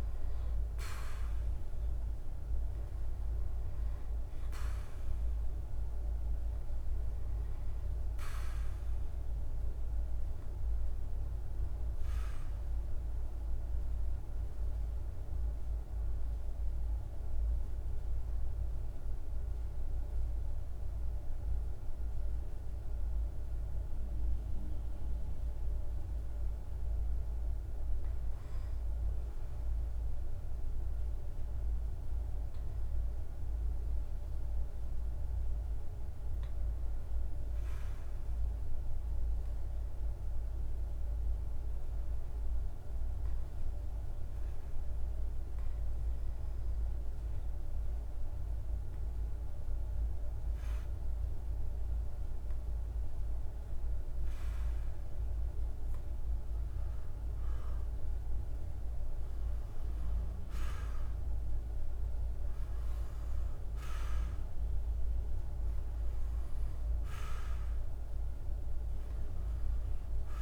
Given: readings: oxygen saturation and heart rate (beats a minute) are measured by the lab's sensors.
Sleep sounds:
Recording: breathing in sleep, hard to hear, by a room microphone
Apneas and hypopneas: 2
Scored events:
0.00-6.00 s: oxygen desaturation (device-marked, oxygen 92% lowest, heart rate 51 extreme)
11.50-25.00 s: obstructive apnea (oxygen 97% before, 92% lowest, heart rate 52 before, 50 extreme, up 2 after)
27.50-32.00 s: arousal
37.00-70.42 s: oxygen desaturation (device-marked, oxygen 98% before, 92% lowest, heart rate 52 before, 50 extreme)
39.00-57.50 s: hypopnea (oxygen 98% before, 92% lowest, heart rate 52 before, 50 extreme, up 3 after)
60.50-64.00 s: arousal
From the record:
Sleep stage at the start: REM sleep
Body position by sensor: on the back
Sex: male

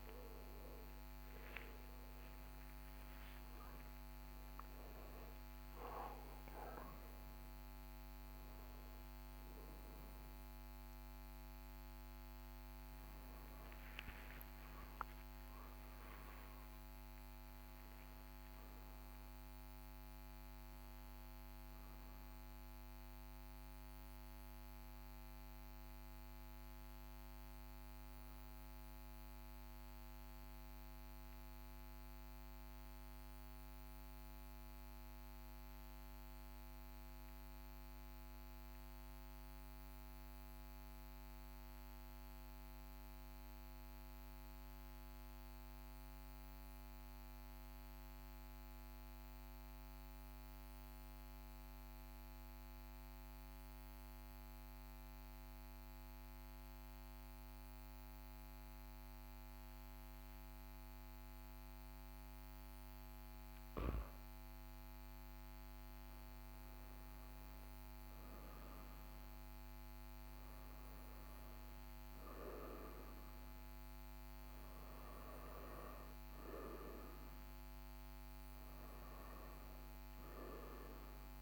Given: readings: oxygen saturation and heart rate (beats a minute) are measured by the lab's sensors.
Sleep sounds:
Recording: breathing in sleep, hard to hear, by a microphone on the trachea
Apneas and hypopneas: 1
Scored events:
0.00-12.00 s: oxygen desaturation (device-marked, oxygen 92% lowest, heart rate 42 extreme)
10.00-40.00 s: new sleep stage, N1 (lightest sleep)
17.00-35.00 s: oxygen desaturation (device-marked, oxygen 95% before, 89% lowest, heart rate 61 before, 39 extreme)
33.00-63.50 s: mixed apnea (oxygen 96% before, 91% lowest, heart rate 64 before, 39 extreme, up 3 after)
40.00-81.42 s: new sleep stage, N2 (light sleep)
66.00-69.50 s: arousal
77.00-81.42 s: oxygen desaturation (device-marked, oxygen 97% before, 91% lowest, heart rate 41 before, 38 extreme)
From the record:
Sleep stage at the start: N2 (light sleep)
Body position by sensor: on the back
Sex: male

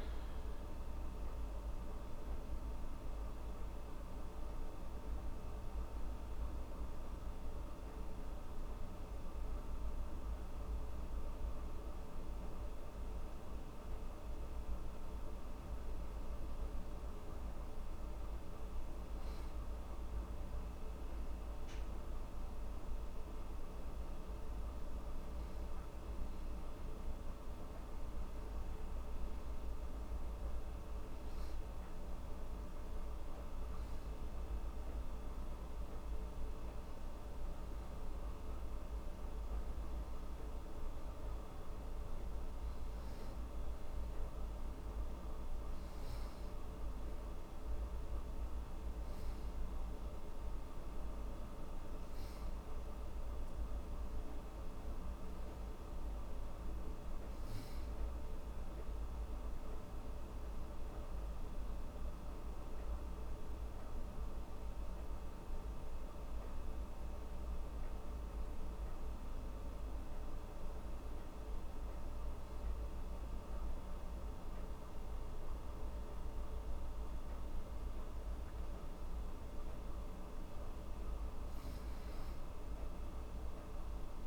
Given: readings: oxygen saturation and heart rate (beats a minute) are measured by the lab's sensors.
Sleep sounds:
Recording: breathing in sleep, hard to hear, by a room microphone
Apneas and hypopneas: 1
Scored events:
38.00-40.50 s: arousal
44.00-55.00 s: hypopnea (oxygen 97% before, 93% lowest, heart rate 78 before, 77 extreme, up 2 after)
57.00-60.00 s: arousal
From the record:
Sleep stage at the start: N2 (light sleep)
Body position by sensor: on the back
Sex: female

